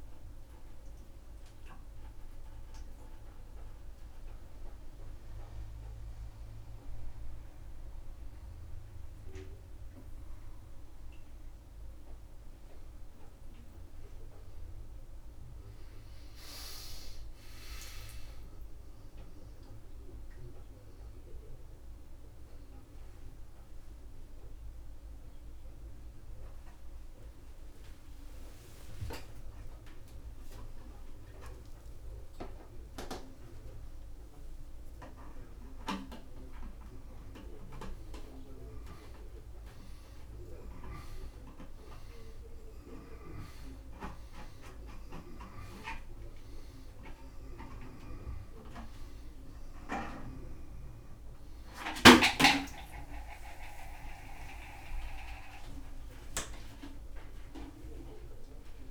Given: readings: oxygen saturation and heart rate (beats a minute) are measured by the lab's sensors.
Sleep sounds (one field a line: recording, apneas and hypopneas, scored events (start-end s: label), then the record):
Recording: a person awake in a sleep study, by a room microphone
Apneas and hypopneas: none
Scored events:
4.00-17.00 s: oxygen desaturation (device-marked, oxygen 93% before, 89% lowest)
From the record:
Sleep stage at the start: awake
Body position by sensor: upright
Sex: male